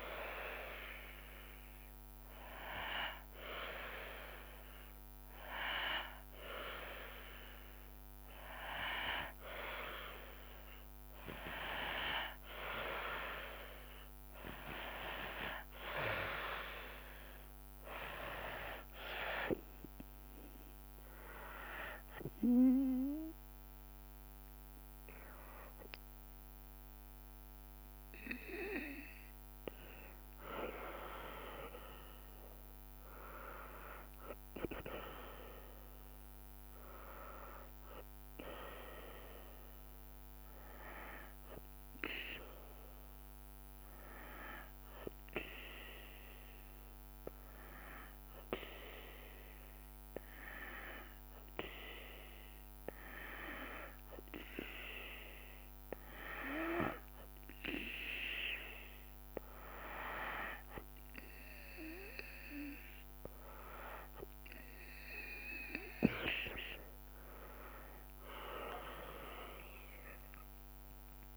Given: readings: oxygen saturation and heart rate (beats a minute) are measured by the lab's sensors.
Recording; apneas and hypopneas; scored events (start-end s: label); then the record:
breathing in sleep by a microphone on the trachea; 1
31.00-35.00 s: arousal
43.50-55.00 s: hypopnea (oxygen 96% before, 93% lowest, heart rate 71 before, 70 extreme, up 7 after)
68.00-71.37 s: arousal
From the record:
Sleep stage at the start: N2 (light sleep); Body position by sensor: on the back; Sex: female